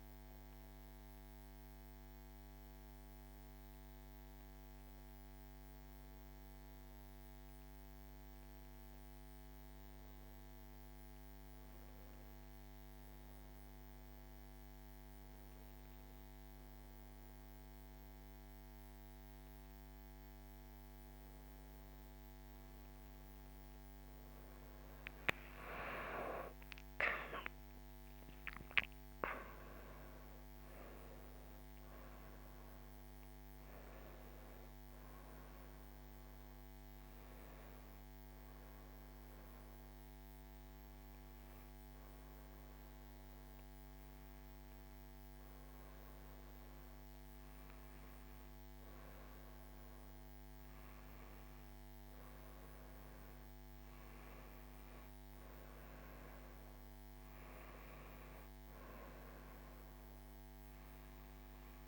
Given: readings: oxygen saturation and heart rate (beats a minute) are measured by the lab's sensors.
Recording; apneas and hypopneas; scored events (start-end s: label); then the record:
breathing in sleep, hard to hear, by a microphone on the trachea; none
11.50-61.88 s: new sleep stage, REM sleep
25.50-29.50 s: arousal
From the record:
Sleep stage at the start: N2 (light sleep); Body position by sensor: on the right side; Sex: female